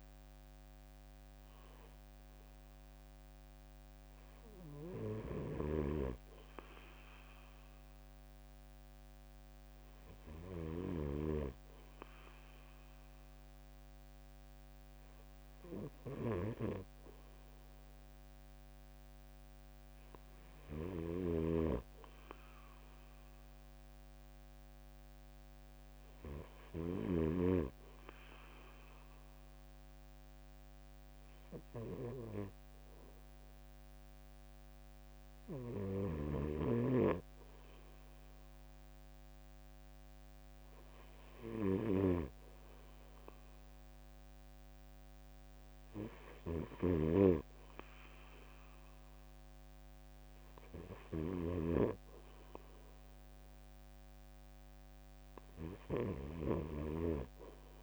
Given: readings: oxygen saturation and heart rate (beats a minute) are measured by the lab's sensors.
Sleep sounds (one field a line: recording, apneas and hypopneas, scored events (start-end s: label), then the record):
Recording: breathing in sleep by a microphone on the trachea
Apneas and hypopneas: 1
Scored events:
5.00-11.00 s: snoring (device-marked)
5.00-21.00 s: hypopnea (oxygen 96% before, 90% lowest, heart rate 69 before, 64 extreme, up 2 after)
21.00-27.00 s: snoring (device-marked)
23.00-25.50 s: arousal
46.50-56.50 s: snoring (device-marked)
From the record:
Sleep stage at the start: N2 (light sleep)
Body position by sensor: on the right side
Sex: male